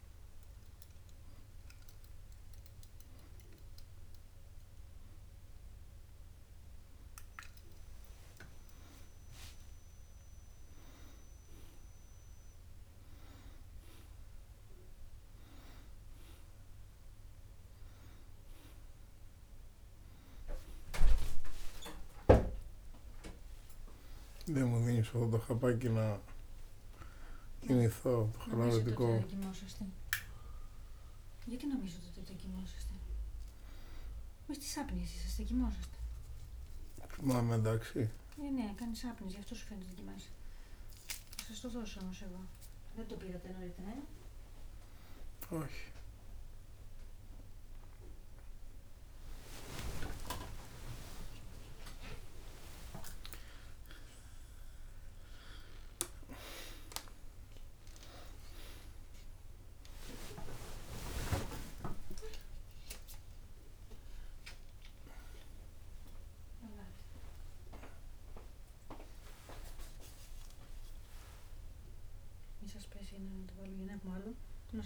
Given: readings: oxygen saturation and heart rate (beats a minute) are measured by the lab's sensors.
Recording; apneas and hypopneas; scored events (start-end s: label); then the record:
a person awake in a sleep study, by a room microphone; none
24.00-28.00 s: snoring (device-marked)
From the record:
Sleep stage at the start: awake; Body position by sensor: on the back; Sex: male